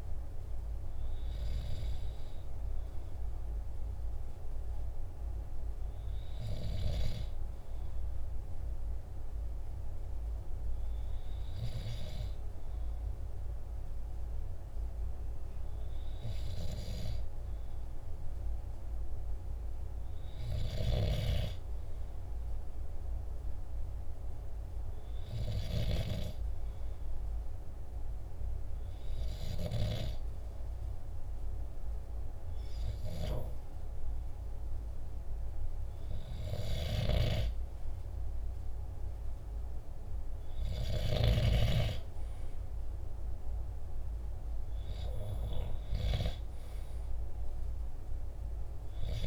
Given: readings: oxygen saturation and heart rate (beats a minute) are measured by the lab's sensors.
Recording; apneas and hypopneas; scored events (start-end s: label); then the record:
breathing in sleep by a room microphone; none
none scored
From the record:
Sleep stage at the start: N2 (light sleep); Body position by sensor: on the back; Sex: male